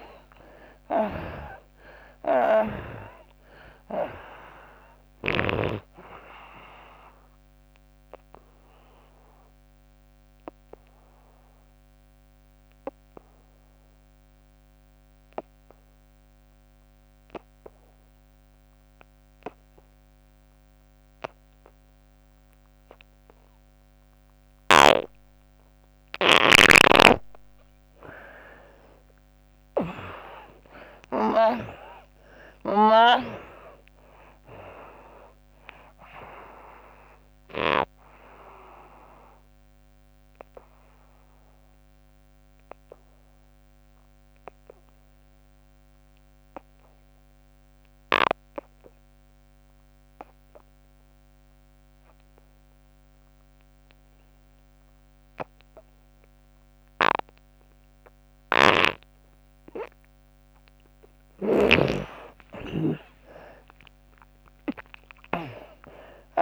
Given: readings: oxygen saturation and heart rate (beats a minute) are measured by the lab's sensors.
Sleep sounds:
breathing in sleep by a microphone on the trachea; 2
0.00-1.00 s: arousal
0.00-15.50 s: oxygen desaturation (device-marked, oxygen 78% lowest, heart rate 69 extreme)
6.00-27.00 s: obstructive apnea (oxygen 95% before, 75% lowest, heart rate 101 before, 69 extreme, up 57 after)
25.50-51.50 s: oxygen desaturation (device-marked, oxygen 98% before, 77% lowest, heart rate 83 before, 69 extreme)
31.00-34.50 s: arousal
39.50-60.00 s: obstructive apnea (oxygen 98% before, 75% lowest, heart rate 97 before, 66 extreme, up 27 after)
61.00-66.42 s: snoring (device-marked)
61.50-66.42 s: arousal
63.50-66.42 s: oxygen desaturation (device-marked, oxygen 98% before, 75% lowest, heart rate 72 before, 66 extreme)
From the record:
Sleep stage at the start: N2 (light sleep); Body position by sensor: on the back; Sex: female

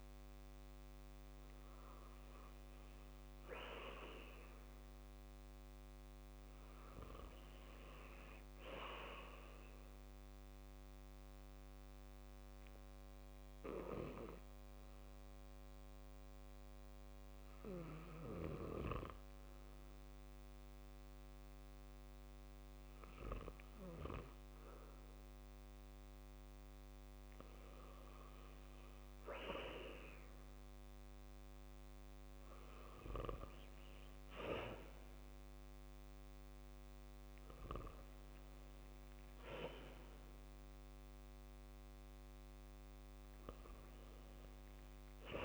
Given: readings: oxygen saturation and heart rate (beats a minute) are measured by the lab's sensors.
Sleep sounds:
breathing in sleep by a microphone on the trachea; 1
12.00-25.50 s: hypopnea (oxygen 95% before, 91% lowest, heart rate 67 before, 63 extreme, up 1 after)
28.00-31.50 s: arousal
41.50-45.45 s: oxygen desaturation (device-marked, oxygen 95% before, 91% lowest, heart rate 71 before, 63 extreme)
From the record:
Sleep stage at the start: REM sleep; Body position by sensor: on the back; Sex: male

